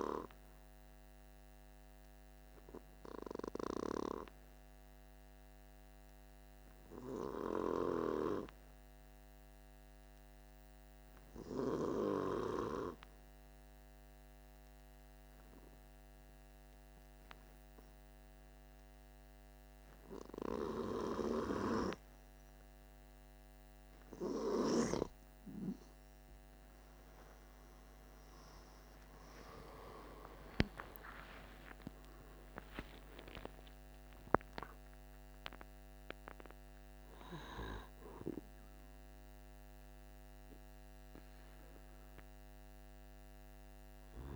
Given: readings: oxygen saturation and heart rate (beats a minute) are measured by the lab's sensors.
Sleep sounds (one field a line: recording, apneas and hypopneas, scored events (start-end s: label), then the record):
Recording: breathing in sleep by a microphone on the trachea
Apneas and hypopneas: 1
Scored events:
10.00-21.50 s: obstructive apnea (oxygen 96% before, 93% lowest, heart rate 49 before, 45 extreme, up 14 after)
26.50-32.50 s: arousal
From the record:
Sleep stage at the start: N2 (light sleep)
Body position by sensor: on the back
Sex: male